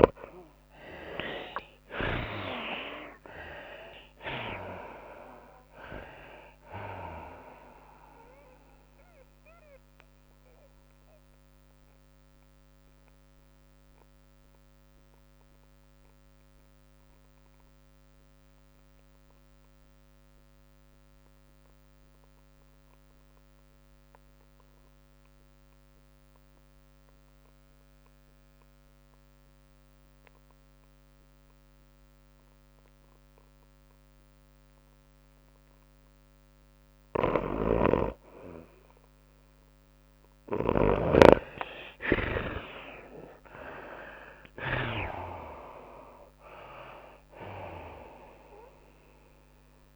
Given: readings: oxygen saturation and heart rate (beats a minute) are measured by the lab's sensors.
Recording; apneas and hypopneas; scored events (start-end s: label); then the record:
breathing in sleep by a microphone on the trachea; 1
0.00-21.00 s: oxygen desaturation (device-marked, oxygen 59% lowest, heart rate 58 extreme)
1.50-6.00 s: arousal
4.00-17.00 s: drop in pulse transit time (device-marked, heart rate 77 before, 81 extreme)
4.00-28.00 s: tachycardia (device-marked, heart rate 105 before, 119 extreme)
10.50-38.00 s: mixed apnea (oxygen 74% before, 59% lowest, heart rate 79 before, 91 extreme, up 16 after)
23.00-49.96 s: oxygen desaturation (device-marked, oxygen 99% before, 64% lowest, heart rate 109 before, 91 extreme)
30.00-32.00 s: long interval between heartbeats (device-marked, heart rate 112 before, 94 extreme)
38.00-45.50 s: snoring (device-marked)
39.00-49.96 s: tachycardia (device-marked, heart rate 105 before, 116 extreme)
43.00-47.00 s: arousal
44.00-49.96 s: drop in pulse transit time (device-marked, heart rate 100 before, 106 extreme)
From the record:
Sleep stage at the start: REM sleep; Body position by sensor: on the back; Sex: female